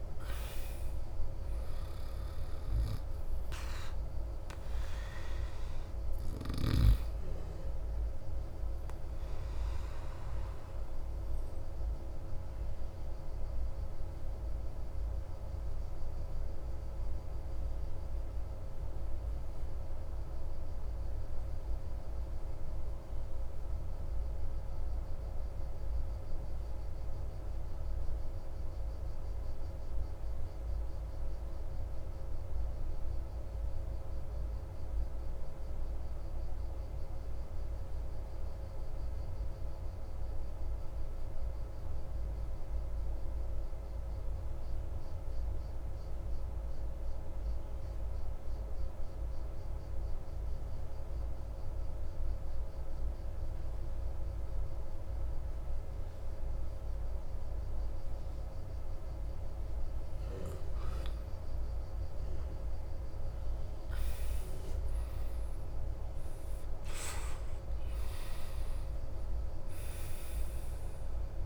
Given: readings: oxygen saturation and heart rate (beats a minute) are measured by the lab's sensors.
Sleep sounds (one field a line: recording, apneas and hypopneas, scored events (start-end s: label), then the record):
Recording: breathing in sleep, hard to hear, by a room microphone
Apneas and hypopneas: 1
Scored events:
1.50-25.50 s: oxygen desaturation (device-marked, oxygen 96% before, 90% lowest, heart rate 42 before, 35 extreme)
11.50-59.50 s: obstructive apnea (oxygen 97% before, 88% lowest, heart rate 45 before, 33 extreme, up 13 after)
46.50-71.46 s: oxygen desaturation (device-marked, oxygen 97% before, 88% lowest, heart rate 41 before, 33 extreme)
61.00-65.00 s: arousal
From the record:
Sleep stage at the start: N2 (light sleep)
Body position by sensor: on the back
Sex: male